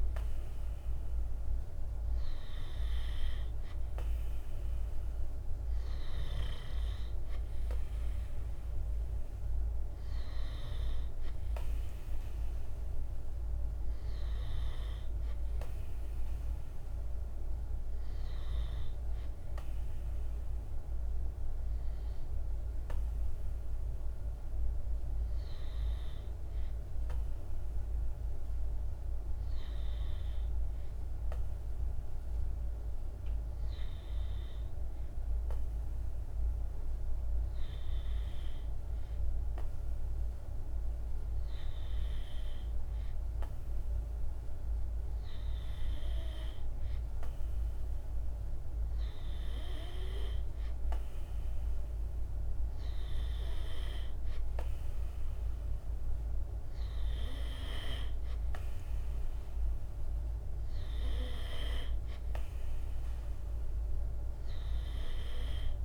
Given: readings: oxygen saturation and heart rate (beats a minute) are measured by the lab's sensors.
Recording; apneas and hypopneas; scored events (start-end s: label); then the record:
breathing in sleep by a room microphone; 1
26.50-43.00 s: hypopnea (oxygen 97% before, 95% lowest, heart rate 50 before, 47 extreme, up 1 after)
45.00-48.50 s: arousal
From the record:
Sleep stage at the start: N2 (light sleep); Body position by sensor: on the right side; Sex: male